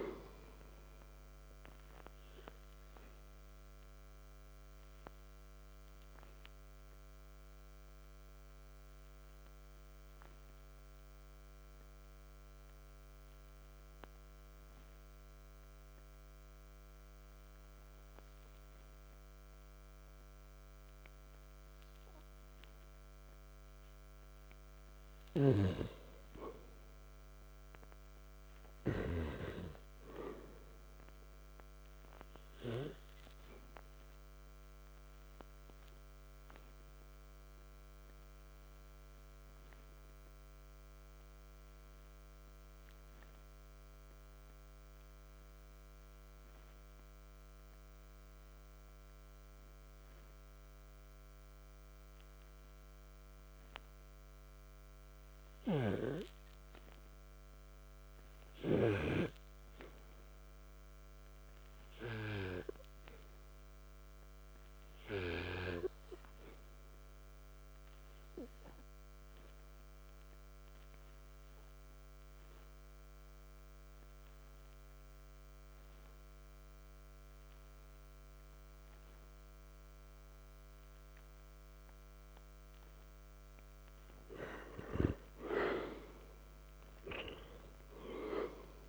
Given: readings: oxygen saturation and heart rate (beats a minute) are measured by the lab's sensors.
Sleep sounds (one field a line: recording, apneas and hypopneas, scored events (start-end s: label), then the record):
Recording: breathing in sleep by a microphone on the trachea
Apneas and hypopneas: 2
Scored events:
0.00-4.00 s: oxygen desaturation (device-marked, oxygen 92% lowest, heart rate 57 extreme)
4.00-23.50 s: hypopnea (oxygen 98% before, 84% lowest, heart rate 55 before, 55 extreme, up 0 after)
12.00-37.00 s: oxygen desaturation (device-marked, oxygen 94% before, 84% lowest, heart rate 58 before, 52 extreme)
26.00-29.50 s: arousal
36.50-81.50 s: hypopnea (oxygen 96% before, 85% lowest, heart rate 57 before, 49 extreme, up 2 after)
49.00-61.00 s: oxygen desaturation (device-marked, oxygen 97% before, 91% lowest, heart rate 57 before, 49 extreme)
68.00-74.00 s: oxygen desaturation (device-marked, oxygen 96% before, 93% lowest, heart rate 52 before, 54 extreme)
82.00-88.89 s: oxygen desaturation (device-marked, oxygen 94% before, 90% lowest, heart rate 53 before, 55 extreme)
84.50-88.00 s: arousal
From the record:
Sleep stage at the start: N2 (light sleep)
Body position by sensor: on the back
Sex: male